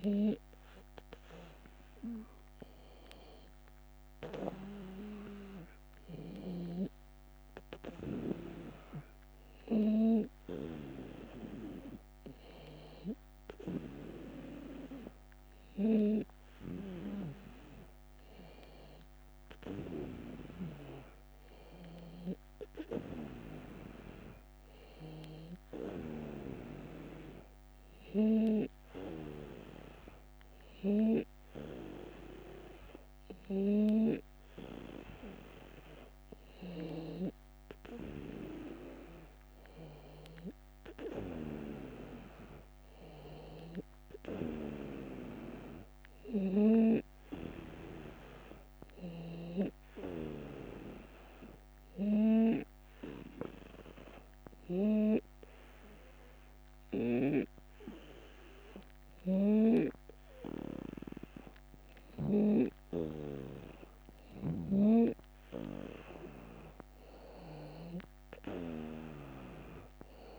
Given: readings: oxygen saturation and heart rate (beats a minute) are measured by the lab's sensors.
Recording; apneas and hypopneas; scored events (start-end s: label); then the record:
breathing in sleep by a microphone on the trachea; 1
15.50-70.39 s: new sleep stage, N2 (light sleep)
46.00-49.50 s: arousal
51.50-62.50 s: obstructive apnea (oxygen 95% before, 92% lowest, heart rate 84 before, 82 extreme, up 3 after)
59.00-64.50 s: snoring (device-marked)
67.00-70.39 s: arousal
From the record:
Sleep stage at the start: N1 (lightest sleep); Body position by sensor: on the right side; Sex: male